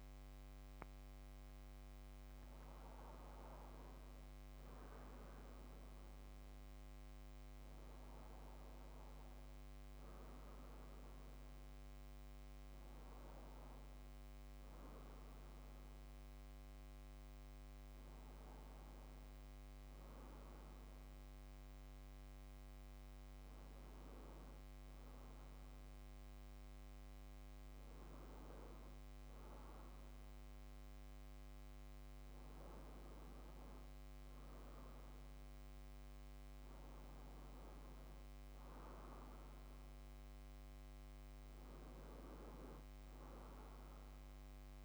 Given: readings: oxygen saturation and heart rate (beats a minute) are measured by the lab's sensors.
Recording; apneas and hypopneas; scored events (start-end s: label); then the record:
a person partly awake in a sleep study, hard to hear, by a microphone on the trachea; none
3.00-44.85 s: new sleep stage, N2 (light sleep)
From the record:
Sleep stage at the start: awake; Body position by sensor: on the back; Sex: male